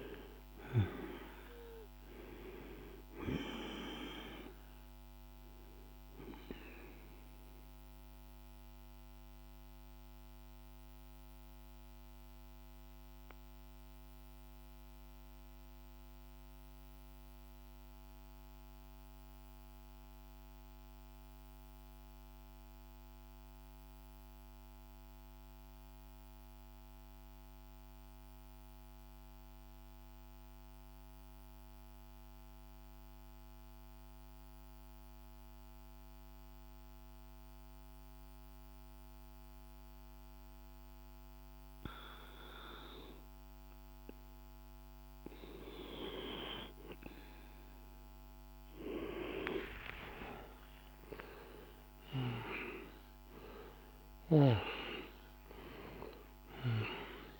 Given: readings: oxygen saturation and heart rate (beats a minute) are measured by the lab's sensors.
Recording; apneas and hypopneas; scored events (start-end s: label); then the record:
breathing in sleep by a microphone on the trachea; 1
0.00-18.50 s: oxygen desaturation (device-marked, oxygen 86% lowest, heart rate 46 extreme)
6.50-48.00 s: mixed apnea (oxygen 98% before, 86% lowest, heart rate 69 before, 46 extreme, up 28 after)
35.50-57.40 s: oxygen desaturation (device-marked, oxygen 99% before, 88% lowest, heart rate 49 before, 46 extreme)
49.00-54.00 s: arousal
From the record:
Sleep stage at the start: N2 (light sleep); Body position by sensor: on the back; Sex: male